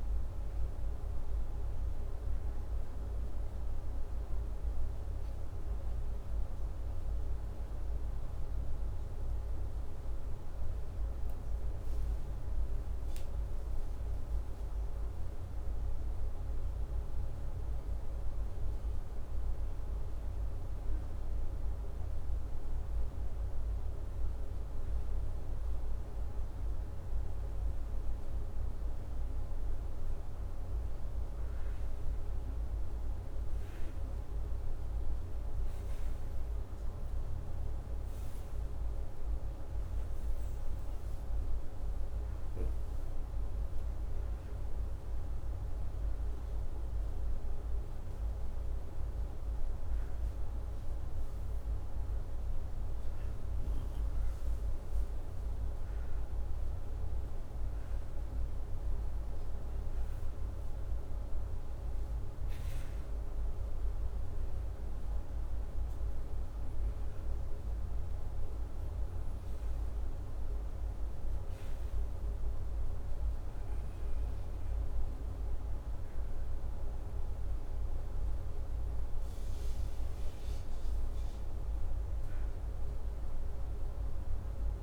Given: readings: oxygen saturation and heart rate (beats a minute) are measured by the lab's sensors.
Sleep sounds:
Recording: breathing in sleep, hard to hear, by a room microphone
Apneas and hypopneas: 2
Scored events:
9.50-20.50 s: hypopnea (oxygen 96% before, 95% lowest, heart rate 85 before, 84 extreme, up 1 after)
17.50-84.83 s: new sleep stage, N2 (light sleep)
21.50-25.00 s: arousal
41.00-52.50 s: hypopnea (oxygen 96% before, 95% lowest, heart rate 84 before, 86 extreme, up 3 after)
53.50-57.50 s: arousal
From the record:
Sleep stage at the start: N1 (lightest sleep)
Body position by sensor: upright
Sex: male

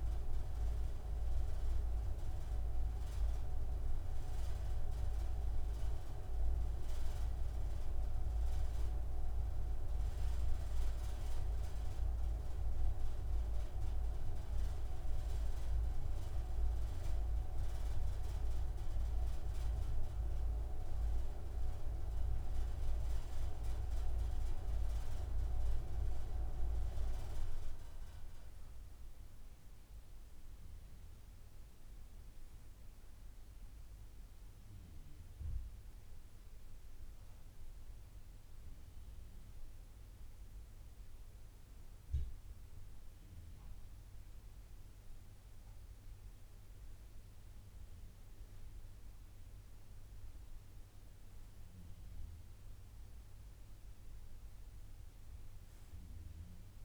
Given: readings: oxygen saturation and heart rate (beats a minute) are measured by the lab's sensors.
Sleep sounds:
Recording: breathing in sleep by a room microphone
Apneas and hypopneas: none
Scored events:
none scored
From the record:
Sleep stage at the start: N2 (light sleep)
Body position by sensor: on the right side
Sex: male

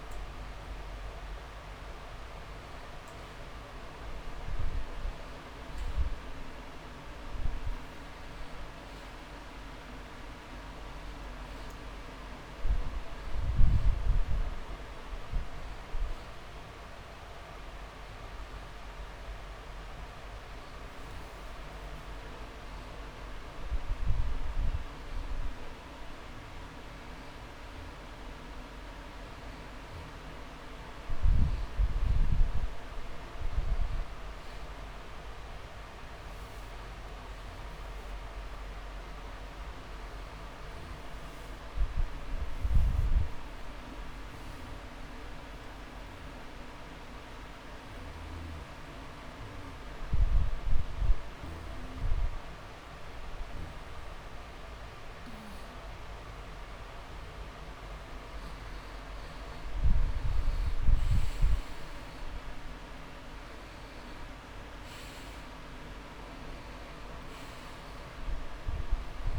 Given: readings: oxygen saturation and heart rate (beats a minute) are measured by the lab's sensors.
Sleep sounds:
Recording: breathing in sleep, hard to hear, by a room microphone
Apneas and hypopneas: 1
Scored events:
39.50-42.50 s: arousal
45.00-57.50 s: obstructive apnea (oxygen 98% before, 93% lowest)
61.50-65.50 s: arousal
From the record:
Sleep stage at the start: N2 (light sleep)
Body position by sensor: on the back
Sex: male

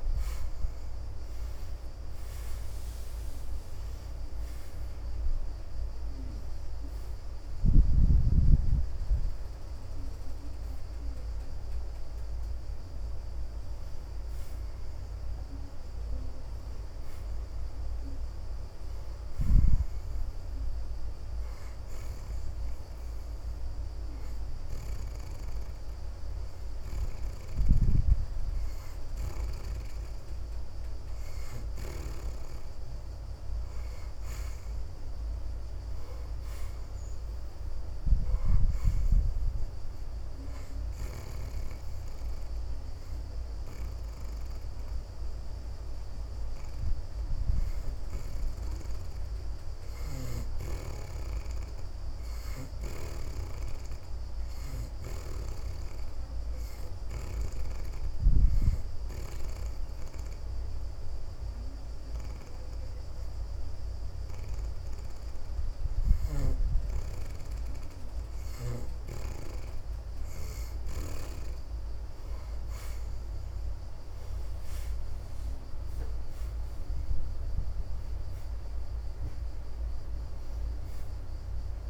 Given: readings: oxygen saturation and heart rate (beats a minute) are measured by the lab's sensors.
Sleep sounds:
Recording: breathing in sleep by a room microphone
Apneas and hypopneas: 1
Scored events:
0.00-7.00 s: oxygen desaturation (device-marked, oxygen 57% lowest, heart rate 80 extreme)
9.00-30.00 s: oxygen desaturation (device-marked, oxygen 65% before, 50% lowest, heart rate 82 before, 76 extreme)
47.00-58.00 s: oxygen desaturation (device-marked, oxygen 77% before, 61% lowest, heart rate 83 before, 76 extreme)
57.00-67.50 s: obstructive apnea (oxygen 77% before, 58% lowest, heart rate 81 before, 80 extreme, up 11 after)
66.00-71.00 s: snoring (device-marked)
66.00-81.89 s: oxygen desaturation (device-marked, oxygen 73% before, 58% lowest, heart rate 81 before, 81 extreme)
From the record:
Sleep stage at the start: N2 (light sleep)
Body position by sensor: on the back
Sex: female

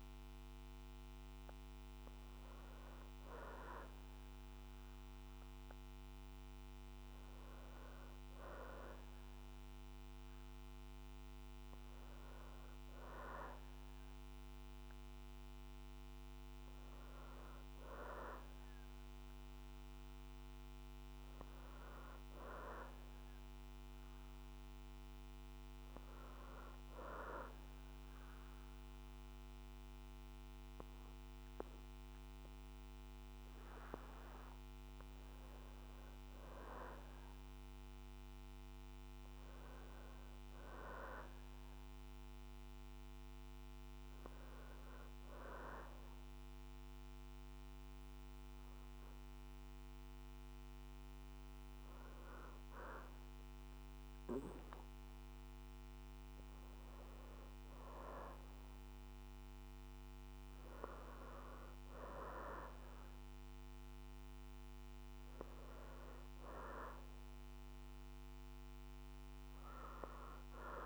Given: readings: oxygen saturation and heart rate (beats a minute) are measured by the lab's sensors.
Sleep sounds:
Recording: breathing in sleep by a microphone on the trachea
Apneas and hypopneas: 1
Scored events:
45.50-56.00 s: obstructive apnea (oxygen 95% before, 90% lowest, heart rate 61 before, 59 extreme, up 1 after)
57.50-61.50 s: arousal
63.50-70.86 s: oxygen desaturation (device-marked, oxygen 95% before, 91% lowest, heart rate 60 before, 59 extreme)
From the record:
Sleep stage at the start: N2 (light sleep)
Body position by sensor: on the back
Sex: female

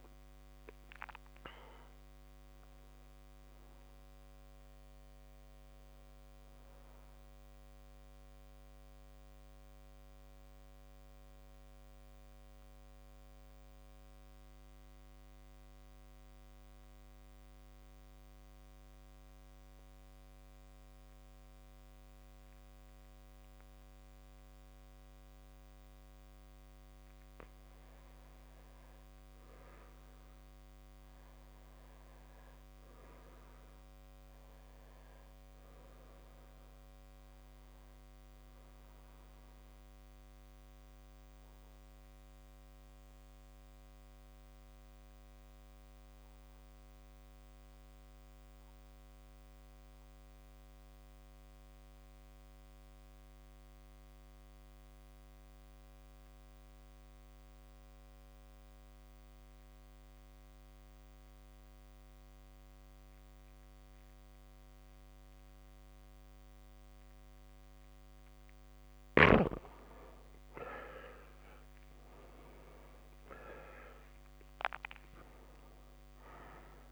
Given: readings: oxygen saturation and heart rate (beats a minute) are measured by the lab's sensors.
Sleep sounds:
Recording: breathing in sleep by a microphone on the trachea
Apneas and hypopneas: 2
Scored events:
2.50-21.50 s: oxygen desaturation (device-marked, oxygen 97% before, 92% lowest)
12.50-26.00 s: central apnea (oxygen 97% before, 92% lowest)
28.00-32.50 s: arousal
41.00-69.00 s: mixed apnea (oxygen 100% before, 88% lowest)
71.00-75.50 s: arousal
71.50-76.92 s: oxygen desaturation (device-marked, oxygen 99% before, 88% lowest)
From the record:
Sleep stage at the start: N2 (light sleep)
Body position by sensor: on the back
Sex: male

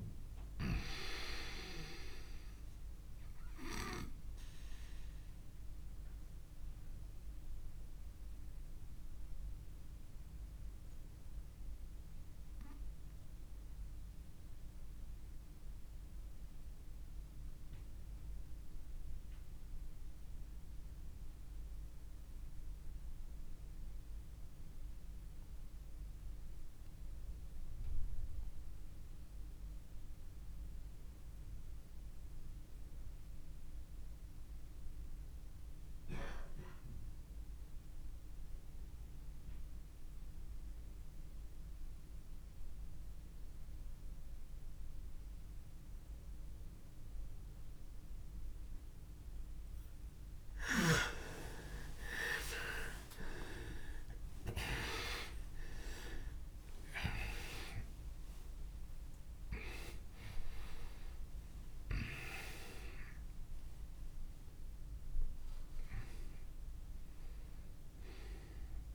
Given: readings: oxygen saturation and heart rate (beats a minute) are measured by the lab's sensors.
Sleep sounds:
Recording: breathing in sleep by a room microphone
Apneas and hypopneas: 1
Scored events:
0.00-23.00 s: oxygen desaturation (device-marked, oxygen 86% lowest)
3.50-49.00 s: obstructive apnea (oxygen 99% before, 82% lowest)
39.00-68.95 s: oxygen desaturation (device-marked, oxygen 98% before, 82% lowest)
51.50-56.50 s: arousal
From the record:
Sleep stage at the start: N2 (light sleep)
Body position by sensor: on the back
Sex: male

